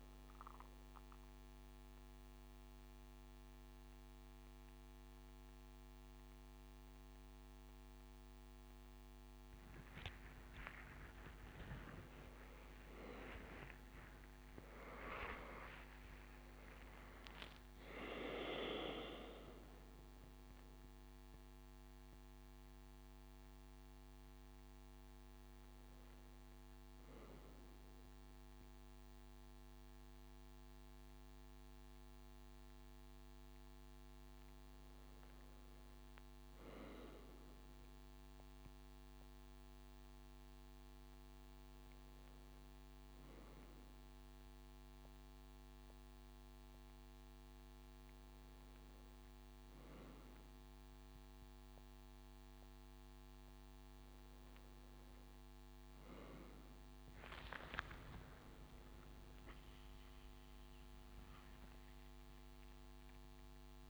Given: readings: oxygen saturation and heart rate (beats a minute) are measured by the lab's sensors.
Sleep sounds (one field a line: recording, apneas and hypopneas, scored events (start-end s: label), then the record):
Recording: a person awake in a sleep study, by a microphone on the trachea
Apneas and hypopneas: none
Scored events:
15.50-45.50 s: new sleep stage, N1 (lightest sleep)
19.50-32.50 s: oxygen desaturation (device-marked, oxygen 97% before, 93% lowest, heart rate 75 before, 71 extreme)
45.50-63.90 s: new sleep stage, awake
From the record:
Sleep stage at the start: awake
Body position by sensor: on the front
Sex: male